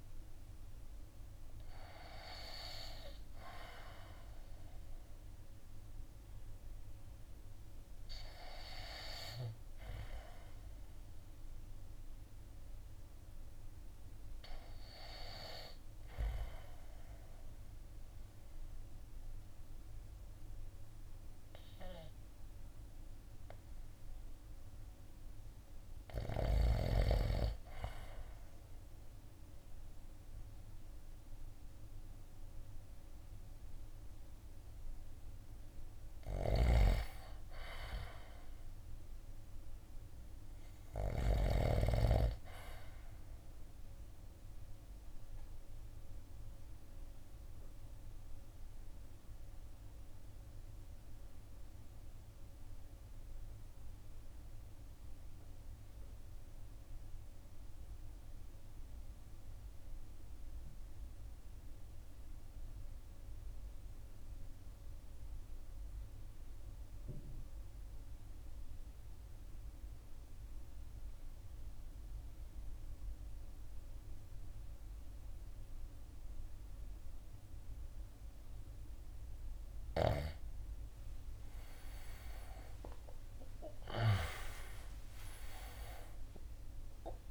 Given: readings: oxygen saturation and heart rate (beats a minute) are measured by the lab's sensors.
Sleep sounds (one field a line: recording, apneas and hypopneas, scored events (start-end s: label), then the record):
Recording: breathing in sleep by a room microphone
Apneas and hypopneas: 2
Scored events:
0.00-6.00 s: drop in pulse transit time (device-marked, heart rate 57 extreme)
0.00-22.00 s: oxygen desaturation (device-marked, oxygen 83% lowest, heart rate 55 extreme)
4.50-24.50 s: hypopnea (oxygen 95% before, 83% lowest, heart rate 61 before, 55 extreme, up 3 after)
26.00-30.50 s: arousal
36.00-41.50 s: snoring (device-marked)
43.00-49.00 s: oxygen desaturation (device-marked, oxygen 96% before, 92% lowest, heart rate 58 before, 51 extreme)
44.50-79.50 s: obstructive apnea (oxygen 98% before, 82% lowest, heart rate 58 before, 51 extreme, up 20 after)
83.00-87.31 s: arousal
85.00-87.31 s: drop in pulse transit time (device-marked, heart rate 54 before, 63 extreme)
86.00-87.31 s: oxygen desaturation (device-marked, oxygen 94% before, 82% lowest, heart rate 55 before, 51 extreme)
From the record:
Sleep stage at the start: REM sleep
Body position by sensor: on the right side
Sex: male